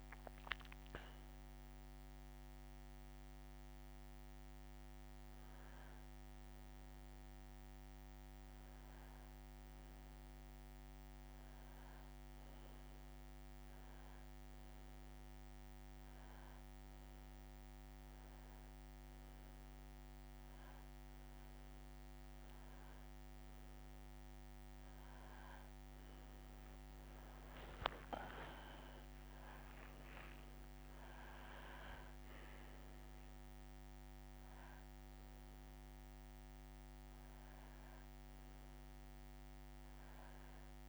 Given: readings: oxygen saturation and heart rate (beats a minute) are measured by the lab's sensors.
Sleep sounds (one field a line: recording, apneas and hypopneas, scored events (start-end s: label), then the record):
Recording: a person awake in a sleep study, hard to hear, by a microphone on the trachea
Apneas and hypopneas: none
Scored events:
28.00-30.00 s: long interval between heartbeats (device-marked, heart rate 66 before, 95 extreme)
30.00-32.00 s: long interval between heartbeats (device-marked, heart rate 75 before, 115 extreme)
From the record:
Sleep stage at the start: awake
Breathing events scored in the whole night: 317 in 3.9 hours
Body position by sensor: on the back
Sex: male